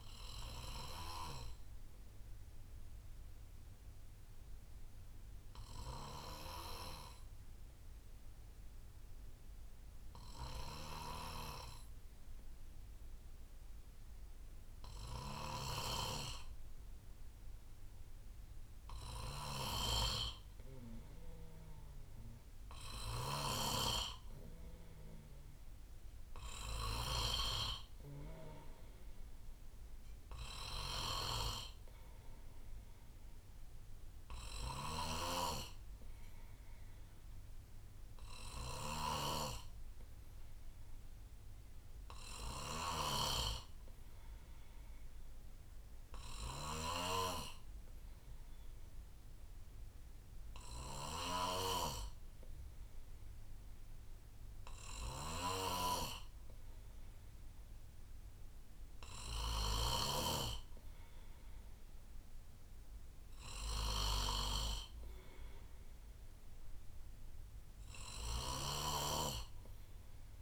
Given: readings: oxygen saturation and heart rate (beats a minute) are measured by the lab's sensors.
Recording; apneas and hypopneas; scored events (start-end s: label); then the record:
breathing in sleep by a room microphone; 2
1.00-18.00 s: obstructive apnea (oxygen 98% before, 94% lowest, heart rate 62 before, 59 extreme, up 5 after)
4.00-7.00 s: bradycardia (device-marked, heart rate 70 before, 59 extreme)
10.50-23.50 s: snoring (device-marked)
17.00-35.00 s: oxygen desaturation (device-marked, oxygen 98% before, 94% lowest, heart rate 60 before, 60 extreme)
21.00-26.50 s: arousal
31.00-60.00 s: snoring (device-marked)
46.00-58.50 s: obstructive apnea (oxygen 96% before, 93% lowest, heart rate 62 before, 60 extreme, up 6 after)
62.00-66.00 s: arousal
68.50-70.42 s: snoring (device-marked)
From the record:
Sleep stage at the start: N2 (light sleep); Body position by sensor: on the right side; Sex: male